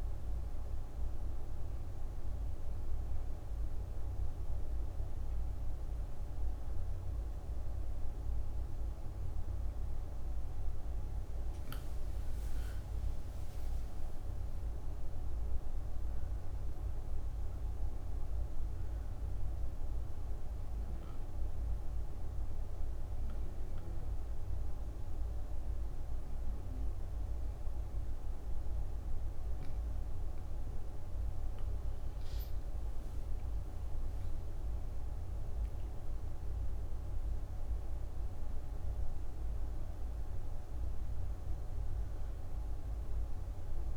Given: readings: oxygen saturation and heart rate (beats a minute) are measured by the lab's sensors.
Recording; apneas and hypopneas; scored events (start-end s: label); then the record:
breathing in sleep, hard to hear, by a room microphone; 2
0.00-9.00 s: oxygen desaturation (device-marked, oxygen 88% lowest, heart rate 38 extreme)
0.50-12.50 s: obstructive apnea (oxygen 98% before, 88% lowest, heart rate 55 before, 57 extreme, up 25 after)
3.00-43.96 s: new sleep stage, N2 (light sleep)
13.50-17.50 s: arousal
20.50-31.00 s: hypopnea (oxygen 98% before, 88% lowest, heart rate 59 before, 59 extreme, up 11 after)
25.00-34.00 s: oxygen desaturation (device-marked, oxygen 98% before, 93% lowest, heart rate 63 before, 59 extreme)
33.00-38.00 s: arousal
42.00-43.96 s: oxygen desaturation (device-marked, oxygen 95% before, 91% lowest, heart rate 64 before, 58 extreme)
From the record:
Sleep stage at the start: N1 (lightest sleep); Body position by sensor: on the back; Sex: female